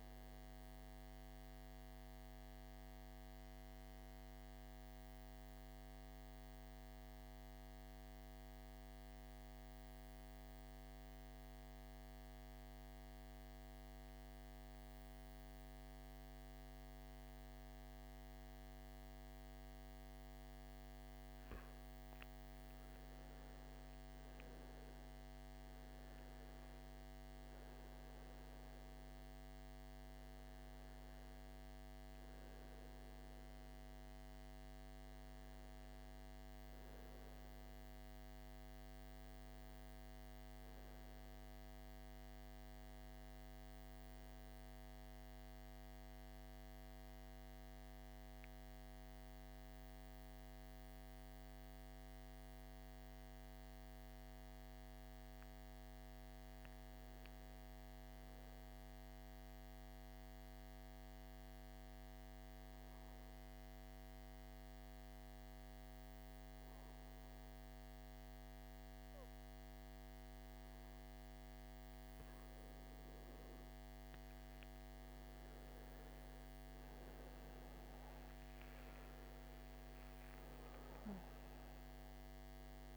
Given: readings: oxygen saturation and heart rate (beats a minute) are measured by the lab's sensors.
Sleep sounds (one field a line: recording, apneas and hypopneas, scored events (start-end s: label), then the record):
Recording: breathing in sleep, hard to hear, by a microphone on the trachea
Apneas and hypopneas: 2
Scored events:
4.00-21.00 s: mixed apnea (oxygen 98% before, 90% lowest, heart rate 64 before, 52 extreme, up 11 after)
23.00-26.50 s: arousal
25.50-48.50 s: oxygen desaturation (device-marked, oxygen 98% before, 90% lowest, heart rate 54 before, 52 extreme)
44.50-56.50 s: central apnea (oxygen 98% before, 91% lowest, heart rate 60 before, 52 extreme, up 4 after)
58.00-61.00 s: arousal
67.50-82.97 s: oxygen desaturation (device-marked, oxygen 97% before, 91% lowest, heart rate 55 before, 52 extreme)
From the record:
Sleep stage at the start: N2 (light sleep)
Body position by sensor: on the back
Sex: male